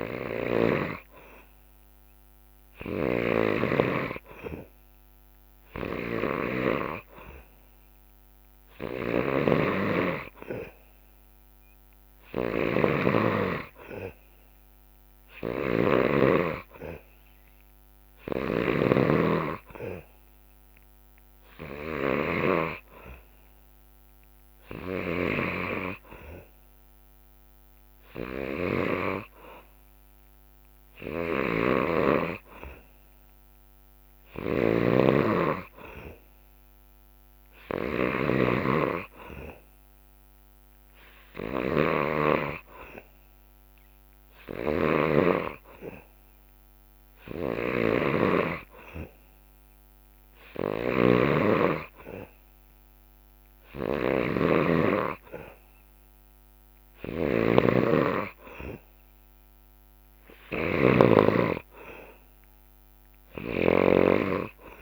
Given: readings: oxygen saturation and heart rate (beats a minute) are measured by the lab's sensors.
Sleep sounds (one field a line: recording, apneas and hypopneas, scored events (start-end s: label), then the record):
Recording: breathing in sleep by a microphone on the trachea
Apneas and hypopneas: none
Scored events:
2.50-6.50 s: snoring (device-marked)
3.50-5.50 s: long interval between heartbeats (device-marked, heart rate 68 before, 65 extreme)
8.50-63.50 s: snoring (device-marked)
60.50-64.82 s: drop in pulse transit time (device-marked, heart rate 68 before, 67 extreme)
From the record:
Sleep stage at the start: N2 (light sleep)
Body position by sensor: on the back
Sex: male